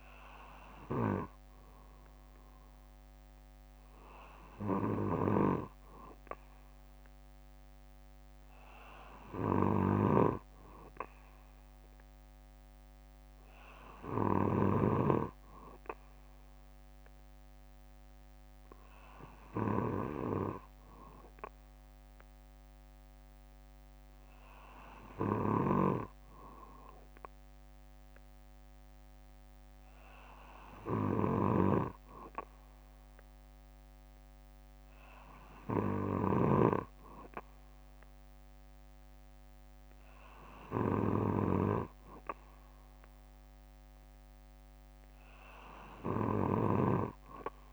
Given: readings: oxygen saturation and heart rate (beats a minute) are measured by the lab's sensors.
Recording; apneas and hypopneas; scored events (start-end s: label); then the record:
breathing in sleep by a microphone on the trachea; none
10.50-12.50 s: bradycardia (device-marked, heart rate 61 before, 62 extreme)
13.50-16.50 s: bradycardia (device-marked, heart rate 61 before, 56 extreme)
18.50-22.50 s: bradycardia (device-marked, heart rate 61 before, 58 extreme)
29.50-31.50 s: bradycardia (device-marked, heart rate 60 before, 60 extreme)
From the record:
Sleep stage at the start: N2 (light sleep); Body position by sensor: on the back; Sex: male